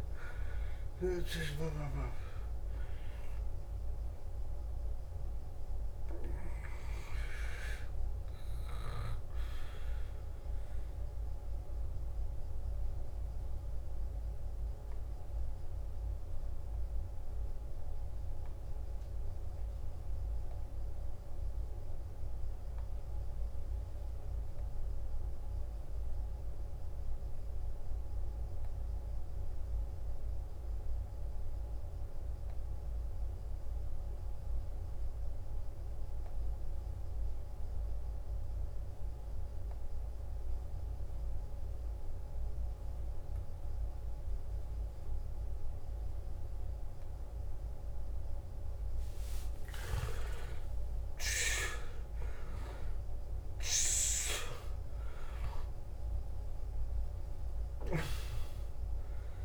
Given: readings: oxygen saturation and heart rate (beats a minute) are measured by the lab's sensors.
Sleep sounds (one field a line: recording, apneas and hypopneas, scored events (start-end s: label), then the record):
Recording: breathing in sleep by a room microphone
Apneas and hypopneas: 1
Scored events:
0.00-27.50 s: oxygen desaturation (device-marked, oxygen 87% lowest, heart rate 52 extreme)
10.00-48.00 s: mixed apnea (oxygen 97% before, 87% lowest, heart rate 63 before, 52 extreme, up 15 after)
43.50-59.45 s: oxygen desaturation (device-marked, oxygen 98% before, 88% lowest, heart rate 55 before, 52 extreme)
49.50-54.00 s: arousal
From the record:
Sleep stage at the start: N2 (light sleep)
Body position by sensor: on the back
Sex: male